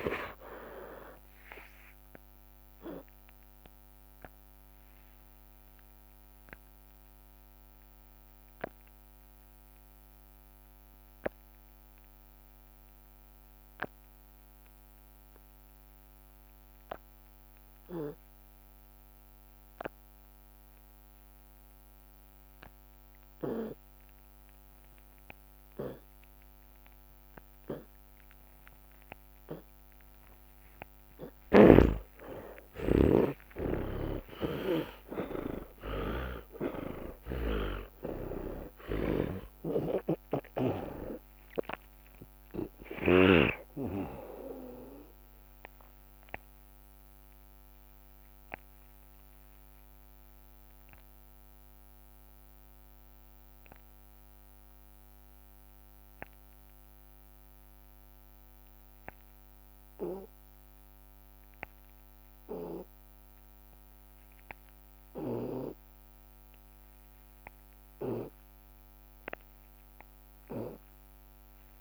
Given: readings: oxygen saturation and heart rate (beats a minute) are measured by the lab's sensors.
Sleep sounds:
breathing in sleep by a microphone on the trachea; 2
6.00-30.50 s: hypopnea (oxygen 97% before, 81% lowest)
8.50-14.50 s: oxygen desaturation (device-marked, oxygen 95% before, 91% lowest)
16.00-18.00 s: long interval between heartbeats (device-marked)
16.50-34.50 s: oxygen desaturation (device-marked, oxygen 95% before, 81% lowest)
33.50-41.50 s: arousal
34.00-36.00 s: long interval between heartbeats (device-marked)
36.00-38.00 s: long interval between heartbeats (device-marked)
39.00-43.00 s: snoring (device-marked)
40.50-71.81 s: oxygen desaturation (device-marked, oxygen 89% before, 84% lowest)
47.50-49.50 s: long interval between heartbeats (device-marked, heart rate 39 before, 67 extreme)
48.00-66.50 s: obstructive apnea (oxygen 92% before, 85% lowest)
53.00-55.00 s: long interval between heartbeats (device-marked, heart rate 52 before, 47 extreme)
58.50-60.50 s: long interval between heartbeats (device-marked, heart rate 58 before, 28 extreme)
63.50 s: drop in pulse transit time (device-marked)
64.00-66.00 s: long interval between heartbeats (device-marked, heart rate 47 before, 28 extreme)
From the record:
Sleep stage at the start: N2 (light sleep); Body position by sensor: on the back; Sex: male

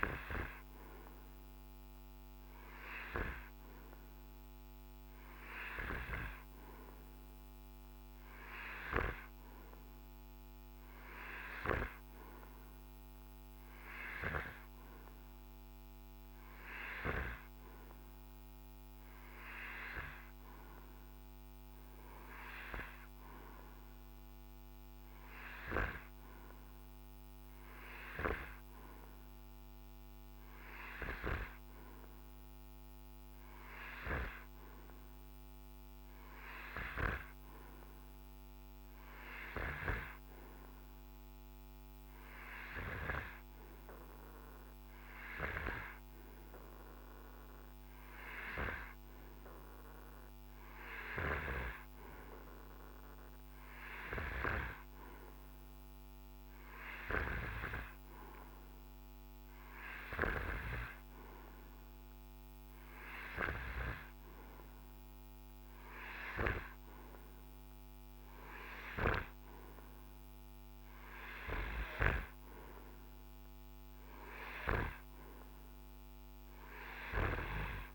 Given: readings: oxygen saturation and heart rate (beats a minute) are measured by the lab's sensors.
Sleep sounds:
breathing in sleep by a microphone on the trachea; none
none scored
From the record:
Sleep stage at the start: N2 (light sleep); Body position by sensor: on the right side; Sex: male

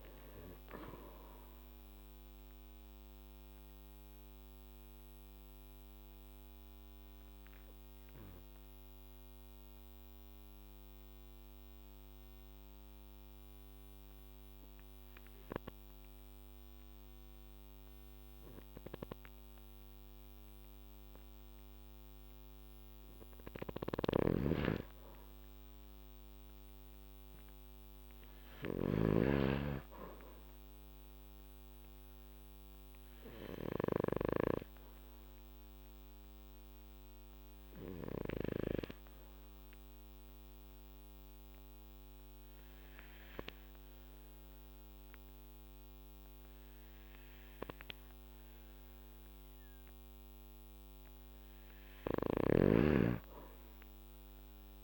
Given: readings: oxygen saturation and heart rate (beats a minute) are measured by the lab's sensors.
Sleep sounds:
breathing in sleep by a microphone on the trachea; 2
3.50-22.00 s: obstructive apnea (oxygen 98% before, 88% lowest, heart rate 55 before, 48 extreme, up 6 after)
12.00-26.00 s: oxygen desaturation (device-marked, oxygen 96% before, 88% lowest, heart rate 54 before, 50 extreme)
23.50-38.50 s: snoring (device-marked)
25.50-29.50 s: arousal
32.50-49.50 s: obstructive apnea (oxygen 99% before, 92% lowest, heart rate 54 before, 50 extreme, up 4 after)
48.00-54.84 s: oxygen desaturation (device-marked, oxygen 98% before, 95% lowest, heart rate 55 before, 52 extreme)
52.00-54.84 s: snoring (device-marked)
53.50-54.84 s: arousal
From the record:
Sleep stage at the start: N2 (light sleep); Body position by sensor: on the back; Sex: male

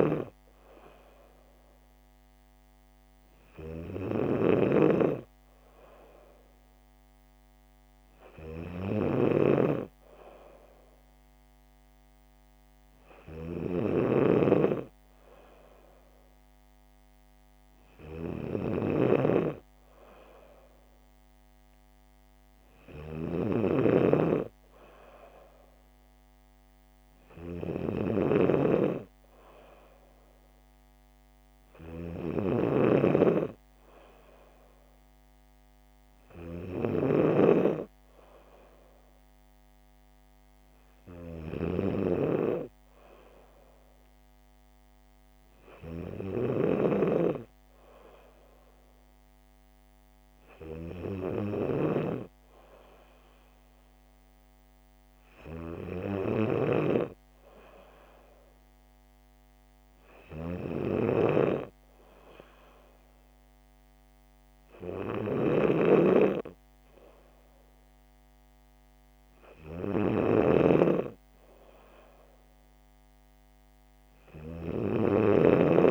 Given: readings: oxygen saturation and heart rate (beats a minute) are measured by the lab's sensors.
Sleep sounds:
breathing in sleep by a microphone on the trachea; none
0.00-24.00 s: snoring (device-marked)
32.50-37.50 s: snoring (device-marked)
37.00-67.00 s: new sleep stage, N3 (deep sleep)
46.50-57.00 s: snoring (device-marked)
65.50-75.91 s: snoring (device-marked)
67.00-75.91 s: new sleep stage, N2 (light sleep)
From the record:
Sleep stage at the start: N2 (light sleep); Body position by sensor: on the back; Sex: female

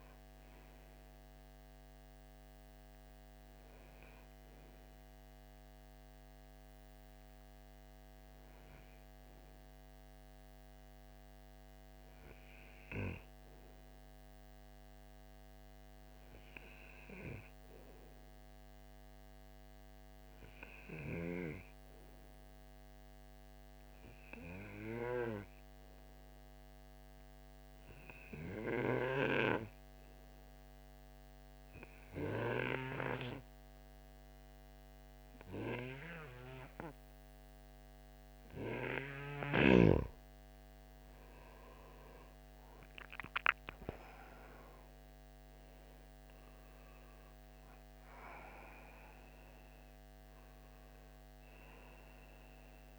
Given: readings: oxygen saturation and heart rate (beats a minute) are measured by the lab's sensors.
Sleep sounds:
breathing in sleep by a microphone on the trachea; 1
22.50-38.00 s: obstructive apnea (oxygen 98% before, 91% lowest, heart rate 54 before, 54 extreme, up 9 after)
32.00-52.99 s: oxygen desaturation (device-marked, oxygen 98% before, 91% lowest, heart rate 54 before, 52 extreme)
41.00-45.50 s: arousal
From the record:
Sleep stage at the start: N2 (light sleep); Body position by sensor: on the right side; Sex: male

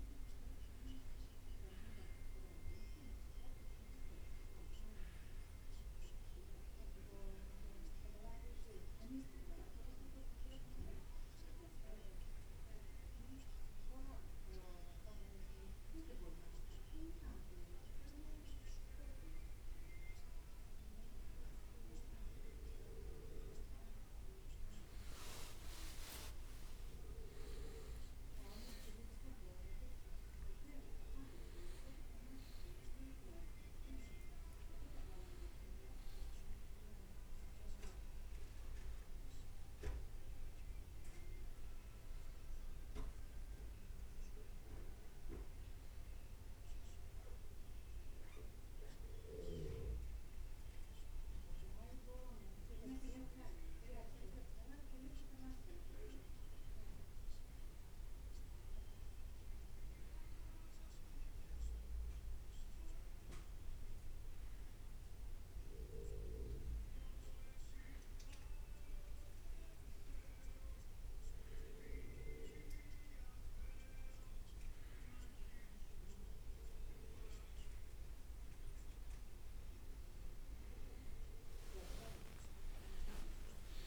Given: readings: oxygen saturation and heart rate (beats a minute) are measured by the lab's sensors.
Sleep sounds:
breathing in sleep by a room microphone; none
19.00-83.87 s: new sleep stage, N1 (lightest sleep)
25.50-30.50 s: arousal
82.00-83.87 s: arousal
From the record:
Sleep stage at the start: N2 (light sleep); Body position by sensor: on the right side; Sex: male

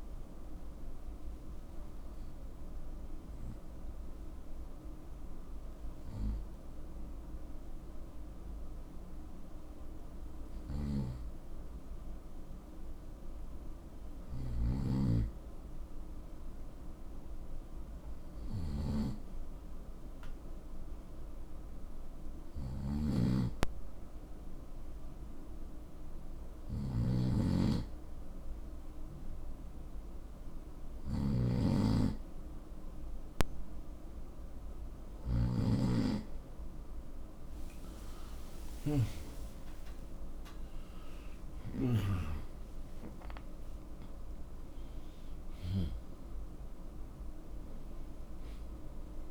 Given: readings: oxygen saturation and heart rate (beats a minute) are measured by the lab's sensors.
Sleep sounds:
breathing in sleep by a room microphone; 1
0.00-7.00 s: oxygen desaturation (device-marked, oxygen 89% lowest, heart rate 60 extreme)
1.50-31.50 s: hypopnea (oxygen 96% before, 84% lowest, heart rate 92 before, 65 extreme, up 21 after)
36.50-39.50 s: arousal
From the record:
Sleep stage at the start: N2 (light sleep); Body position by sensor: on the front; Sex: male

